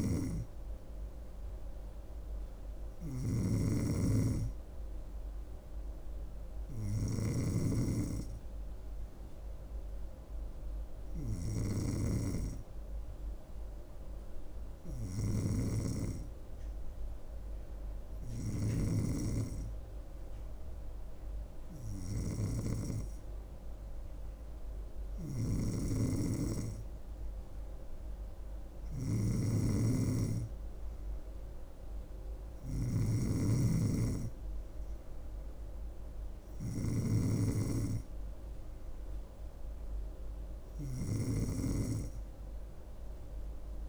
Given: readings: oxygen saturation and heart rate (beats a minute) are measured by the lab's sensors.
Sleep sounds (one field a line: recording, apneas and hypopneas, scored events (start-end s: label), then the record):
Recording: breathing in sleep by a room microphone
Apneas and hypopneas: none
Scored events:
0.00-16.00 s: snoring (device-marked)
25.00-43.89 s: snoring (device-marked)
From the record:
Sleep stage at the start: N2 (light sleep)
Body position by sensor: on the back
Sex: female